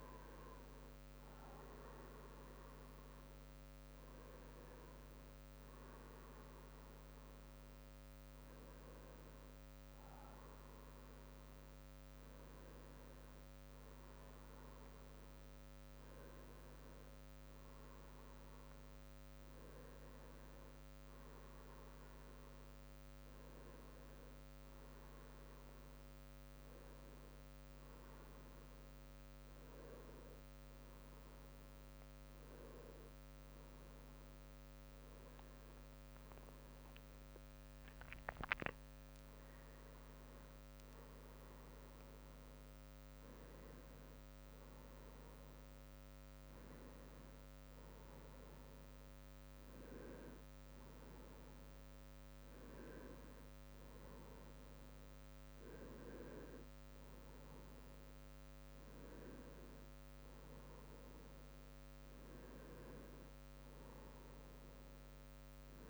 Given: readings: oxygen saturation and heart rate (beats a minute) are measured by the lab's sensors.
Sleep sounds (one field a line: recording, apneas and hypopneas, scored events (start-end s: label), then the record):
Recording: breathing in sleep, hard to hear, by a microphone on the trachea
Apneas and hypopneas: none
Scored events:
0.00-8.00 s: drop in pulse transit time (device-marked, heart rate 66 extreme)
0.00-18.00 s: oxygen desaturation (device-marked, oxygen 91% lowest, heart rate 65 extreme)
12.00-65.90 s: new sleep stage, N1 (lightest sleep)
37.00-41.00 s: arousal
From the record:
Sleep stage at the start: N2 (light sleep)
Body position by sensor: on the right side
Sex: male